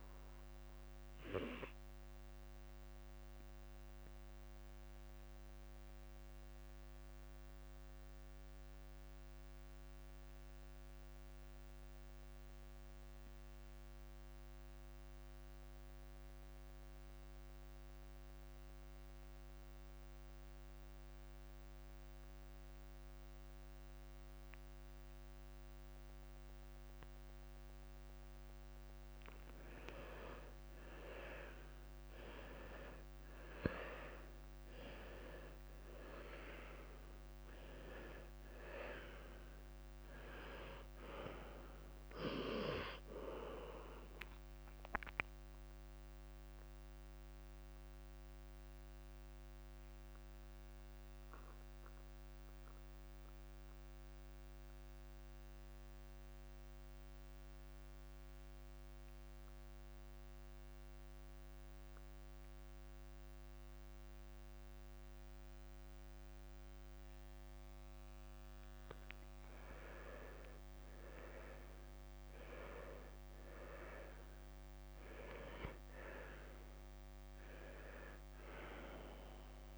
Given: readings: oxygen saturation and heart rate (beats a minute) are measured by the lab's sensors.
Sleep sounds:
breathing in sleep by a microphone on the trachea; 2
0.00-21.00 s: oxygen desaturation (device-marked, oxygen 87% lowest, heart rate 52 extreme)
0.50-28.50 s: mixed apnea (oxygen 97% before, 87% lowest, heart rate 56 before, 52 extreme, up 6 after)
31.50-35.00 s: arousal
37.00-64.00 s: oxygen desaturation (device-marked, oxygen 97% before, 90% lowest, heart rate 54 before, 51 extreme)
46.00-69.00 s: mixed apnea (oxygen 98% before, 90% lowest, heart rate 56 before, 51 extreme, up 15 after)
46.50-48.50 s: long interval between heartbeats (device-marked, heart rate 56 before, 71 extreme)
71.00-76.50 s: arousal
From the record:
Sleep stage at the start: N2 (light sleep); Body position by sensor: on the left side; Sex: male

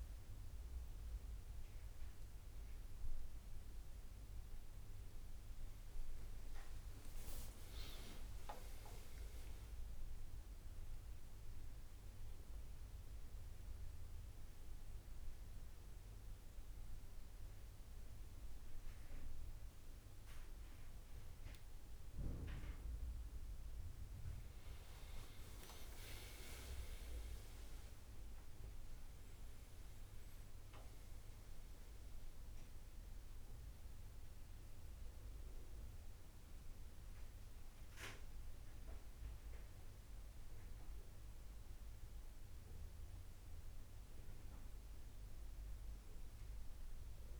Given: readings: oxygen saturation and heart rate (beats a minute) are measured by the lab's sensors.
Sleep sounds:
a person awake in a sleep study, by a room microphone; none
42.50-47.40 s: new sleep stage, N1 (lightest sleep)
From the record:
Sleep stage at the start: awake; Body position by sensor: on the right side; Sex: male

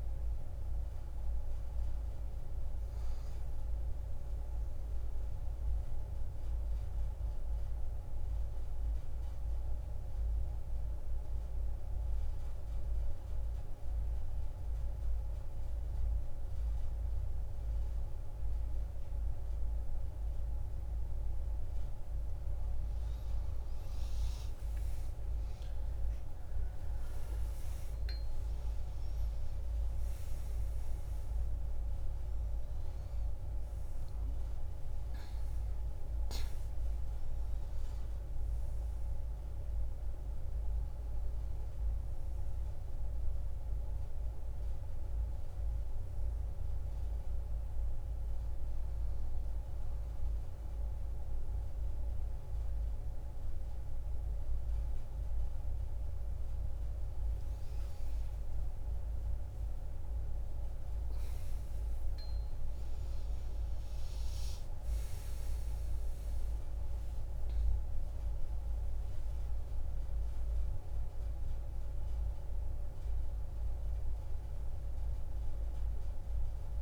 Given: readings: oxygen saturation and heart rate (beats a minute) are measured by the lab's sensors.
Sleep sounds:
breathing in sleep, hard to hear, by a room microphone; 1
0.00-3.50 s: oxygen desaturation (device-marked, oxygen 89% lowest)
5.50-21.50 s: obstructive apnea (oxygen 99% before, 90% lowest)
20.50-52.50 s: oxygen desaturation (device-marked, oxygen 98% before, 90% lowest)
23.50-27.00 s: arousal
43.50-73.50 s: new sleep stage, N1 (lightest sleep)
58.00-61.00 s: arousal
73.50-76.82 s: new sleep stage, N2 (light sleep)
From the record:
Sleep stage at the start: N2 (light sleep); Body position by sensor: on the back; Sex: female

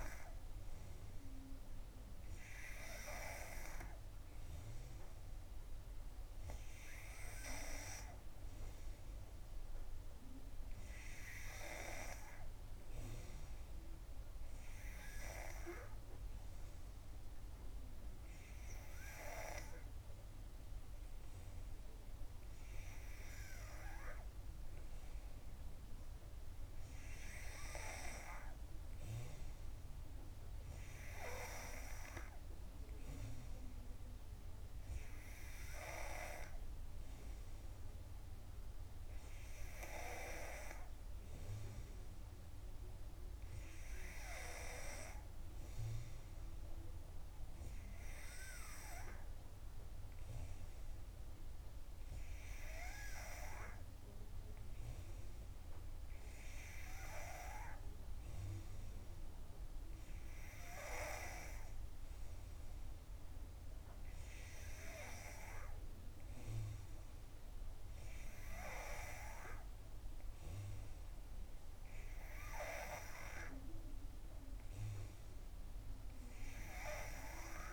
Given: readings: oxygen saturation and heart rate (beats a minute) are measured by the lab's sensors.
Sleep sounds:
breathing in sleep by a room microphone; none
none scored
From the record:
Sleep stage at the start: N3 (deep sleep); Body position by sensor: on the back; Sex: female

